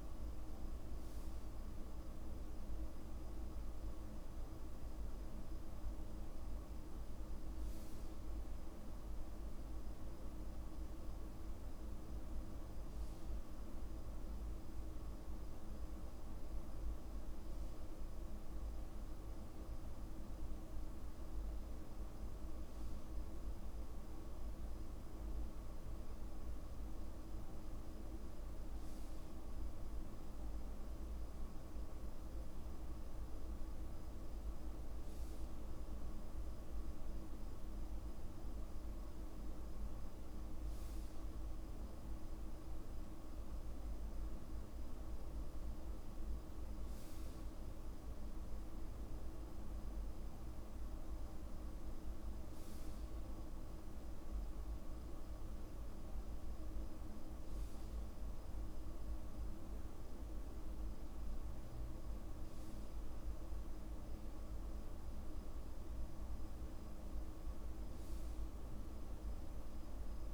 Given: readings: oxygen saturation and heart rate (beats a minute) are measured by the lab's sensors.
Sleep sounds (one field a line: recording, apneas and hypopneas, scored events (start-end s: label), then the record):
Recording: breathing in sleep, hard to hear, by a room microphone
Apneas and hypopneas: none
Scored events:
none scored
From the record:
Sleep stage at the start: N2 (light sleep)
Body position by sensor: on the back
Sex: male